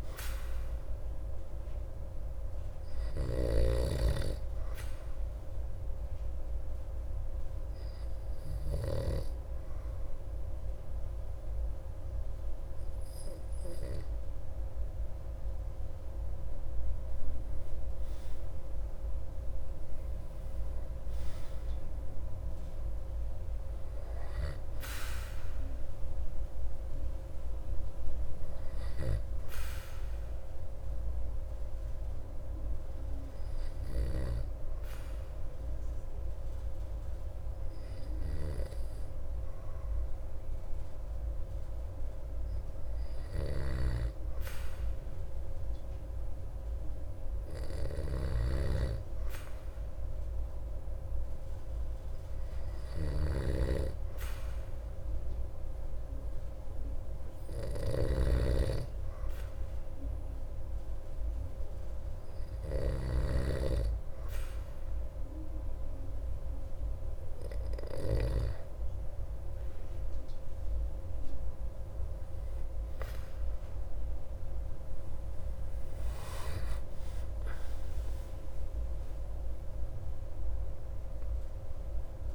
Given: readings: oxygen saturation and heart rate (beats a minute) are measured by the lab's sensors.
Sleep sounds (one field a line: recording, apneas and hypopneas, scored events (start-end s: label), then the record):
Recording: breathing in sleep by a room microphone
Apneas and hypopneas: 2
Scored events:
0.00-1.50 s: arousal
0.00-3.50 s: snoring (device-marked)
3.50-16.00 s: hypopnea (oxygen 96% before, 92% lowest)
17.50-20.50 s: arousal
27.50-43.00 s: hypopnea (oxygen 95% before, 93% lowest)
43.50-63.00 s: snoring (device-marked)
45.00-48.50 s: arousal
75.00-79.50 s: arousal
From the record:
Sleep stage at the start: N2 (light sleep)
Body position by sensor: on the back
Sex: male